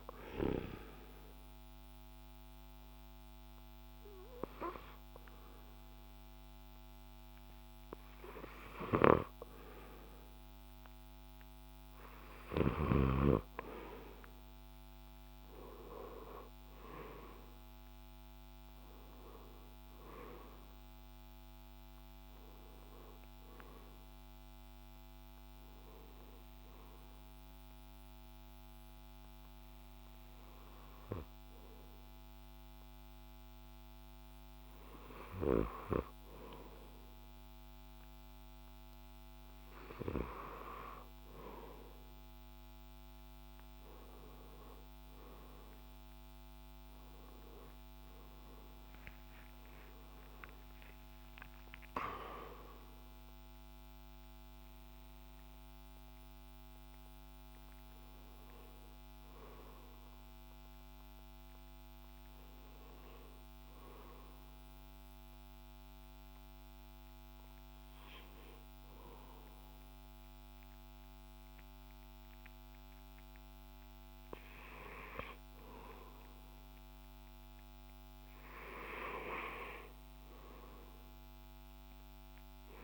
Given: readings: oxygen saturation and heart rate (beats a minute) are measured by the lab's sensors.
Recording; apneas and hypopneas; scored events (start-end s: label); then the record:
breathing in sleep by a microphone on the trachea; 3
0.00-17.50 s: oxygen desaturation (device-marked, oxygen 88% lowest)
2.00-12.50 s: obstructive apnea (oxygen 95% before, 88% lowest)
15.00-20.50 s: arousal
27.50-42.50 s: hypopnea (oxygen 95% before, 88% lowest)
28.50-41.50 s: oxygen desaturation (device-marked, oxygen 93% before, 88% lowest)
45.00-50.50 s: arousal
48.50-82.84 s: new sleep stage, N1 (lightest sleep)
50.50-55.50 s: drop in pulse transit time (device-marked)
50.50-74.50 s: oxygen desaturation (device-marked, oxygen 96% before, 89% lowest)
65.50-77.50 s: hypopnea (oxygen 96% before, 88% lowest)
78.50-82.84 s: arousal
From the record:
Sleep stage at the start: N2 (light sleep); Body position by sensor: on the left side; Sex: male